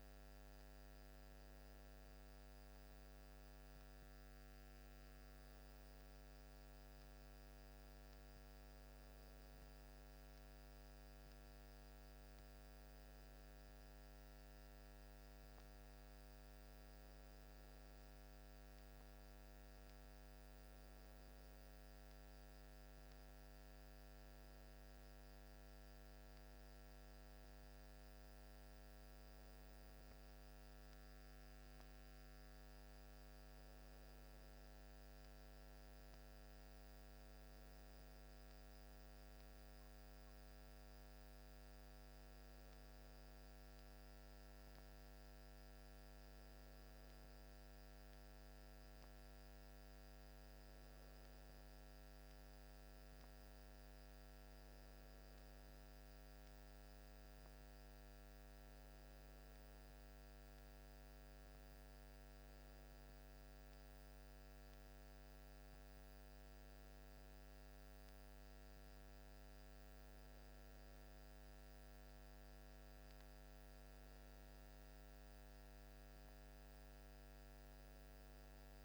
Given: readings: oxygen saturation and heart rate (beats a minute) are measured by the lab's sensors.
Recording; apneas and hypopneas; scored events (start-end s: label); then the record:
breathing in sleep, hard to hear, by a microphone on the trachea; none
none scored
From the record:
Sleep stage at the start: N1 (lightest sleep); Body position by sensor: on the back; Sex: male